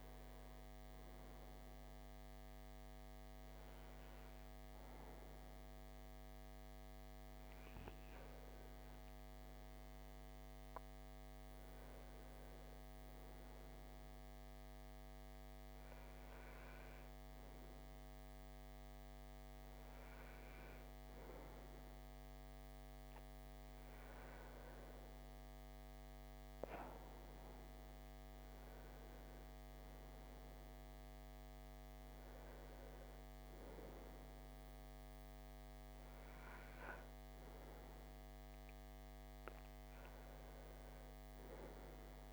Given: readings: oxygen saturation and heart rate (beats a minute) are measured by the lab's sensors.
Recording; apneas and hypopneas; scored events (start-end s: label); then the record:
breathing in sleep, hard to hear, by a microphone on the trachea; none
none scored
From the record:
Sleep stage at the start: N2 (light sleep); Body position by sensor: on the right side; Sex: male